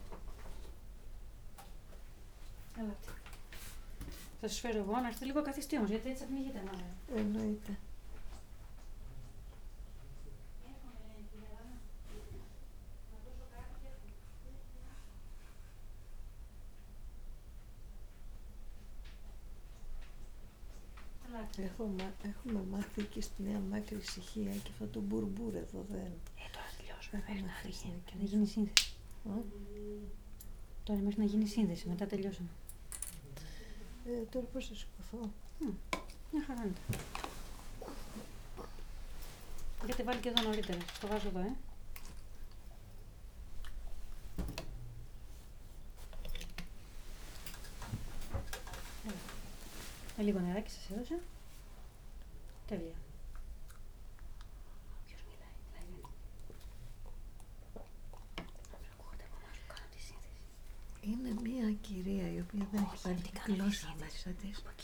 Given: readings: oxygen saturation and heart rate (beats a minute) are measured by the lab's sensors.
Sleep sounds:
a person awake in a sleep study, by a room microphone; none
none scored
From the record:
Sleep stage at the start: awake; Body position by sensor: on the back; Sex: female

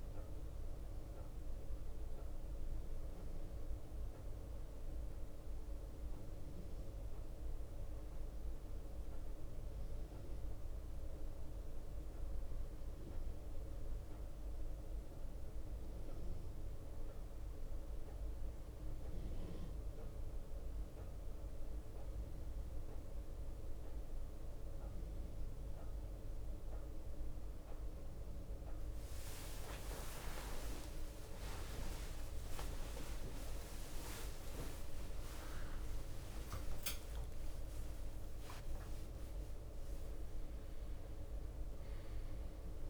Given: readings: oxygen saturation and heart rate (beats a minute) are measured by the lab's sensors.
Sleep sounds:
breathing in sleep, hard to hear, by a room microphone; none
28.50-40.50 s: tachycardia (device-marked, heart rate 67 before, 155 extreme)
30.50-32.50 s: long interval between heartbeats (device-marked, heart rate 62 before, 88 extreme)
32.50-34.50 s: long interval between heartbeats (device-marked, heart rate 65 before, 116 extreme)
34.50-38.50 s: arousal
36.00-38.00 s: long interval between heartbeats (device-marked, heart rate 76 before, 147 extreme)
36.50-42.90 s: drop in pulse transit time (device-marked, heart rate 80 before, 67 extreme)
38.00-40.00 s: long interval between heartbeats (device-marked, heart rate 85 before, 135 extreme)
From the record:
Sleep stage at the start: N1 (lightest sleep); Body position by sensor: on the right side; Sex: male

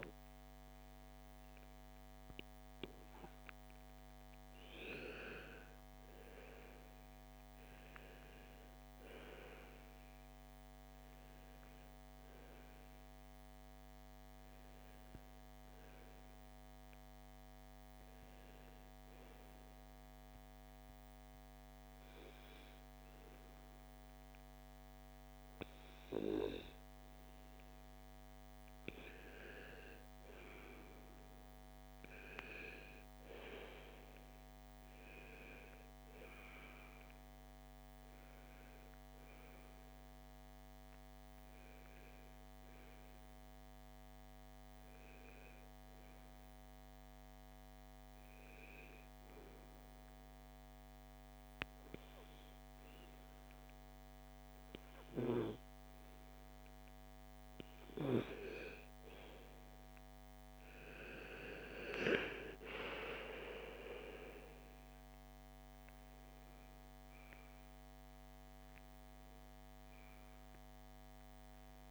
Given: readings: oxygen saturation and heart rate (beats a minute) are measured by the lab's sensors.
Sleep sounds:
breathing in sleep by a microphone on the trachea; 2
0.00-9.00 s: oxygen desaturation (device-marked, oxygen 91% lowest, heart rate 55 extreme)
16.00-24.00 s: oxygen desaturation (device-marked, oxygen 97% before, 90% lowest, heart rate 64 before, 55 extreme)
19.50-29.50 s: obstructive apnea (oxygen 98% before, 90% lowest, heart rate 62 before, 55 extreme, up 8 after)
31.00-35.50 s: arousal
41.00-51.00 s: oxygen desaturation (device-marked, oxygen 96% before, 92% lowest, heart rate 59 before, 57 extreme)
49.00-59.00 s: obstructive apnea (oxygen 97% before, 91% lowest, heart rate 61 before, 54 extreme, up 8 after)
60.50-64.50 s: arousal
64.00-71.91 s: oxygen desaturation (device-marked, oxygen 97% before, 91% lowest, heart rate 59 before, 54 extreme)
From the record:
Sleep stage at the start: N2 (light sleep); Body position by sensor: on the right side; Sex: female

